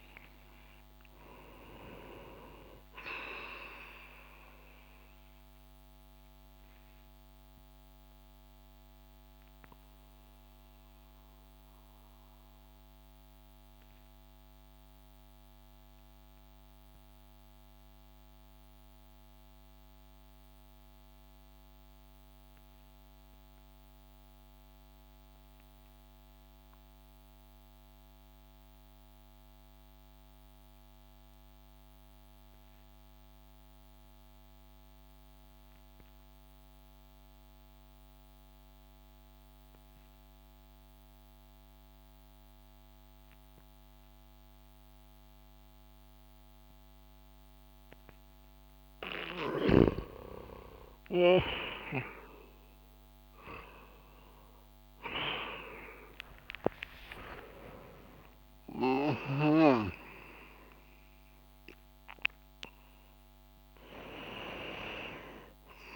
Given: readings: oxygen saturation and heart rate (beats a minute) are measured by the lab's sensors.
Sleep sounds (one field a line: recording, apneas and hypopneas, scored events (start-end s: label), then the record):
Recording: breathing in sleep by a microphone on the trachea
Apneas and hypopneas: 1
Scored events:
5.50-49.00 s: obstructive apnea (oxygen 98% before, 87% lowest)
15.00-26.00 s: oxygen desaturation (device-marked, oxygen 91% before, 87% lowest)
46.00-65.96 s: oxygen desaturation (device-marked, oxygen 97% before, 87% lowest)
51.50-56.50 s: arousal
From the record:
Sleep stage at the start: N2 (light sleep)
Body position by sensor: on the back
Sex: male